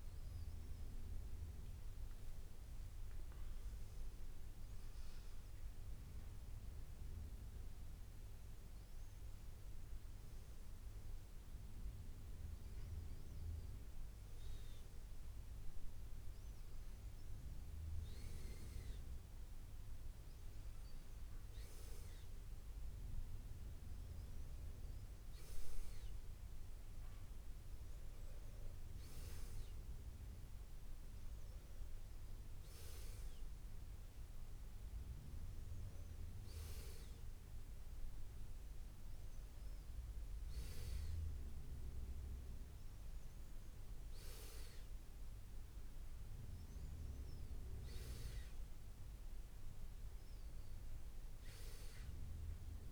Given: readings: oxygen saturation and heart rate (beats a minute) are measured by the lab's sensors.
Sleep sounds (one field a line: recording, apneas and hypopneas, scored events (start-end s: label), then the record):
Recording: breathing in sleep, hard to hear, by a room microphone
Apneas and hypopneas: none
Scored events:
0.50-4.00 s: arousal
From the record:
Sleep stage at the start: N2 (light sleep)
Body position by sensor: on the back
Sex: male